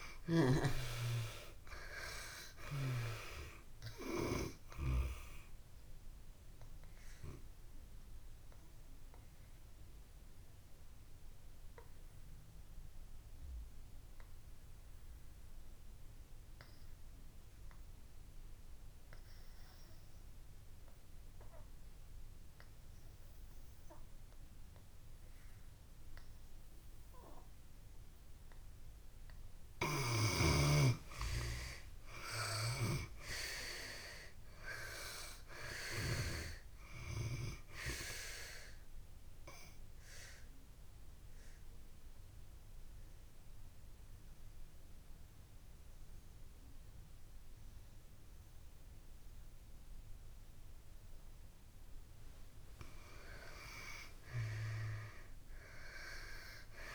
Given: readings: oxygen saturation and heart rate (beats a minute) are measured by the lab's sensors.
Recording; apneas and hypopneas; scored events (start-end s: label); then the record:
breathing in sleep by a room microphone; 2
0.00-1.50 s: arousal
0.00-23.50 s: oxygen desaturation (device-marked, oxygen 70% lowest)
6.00-29.00 s: obstructive apnea (oxygen 96% before, 70% lowest)
28.50-56.95 s: oxygen desaturation (device-marked, oxygen 95% before, 71% lowest)
31.00-34.50 s: arousal
38.50-52.50 s: obstructive apnea (oxygen 95% before, 71% lowest)
From the record:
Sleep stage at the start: N2 (light sleep); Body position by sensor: on the back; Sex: female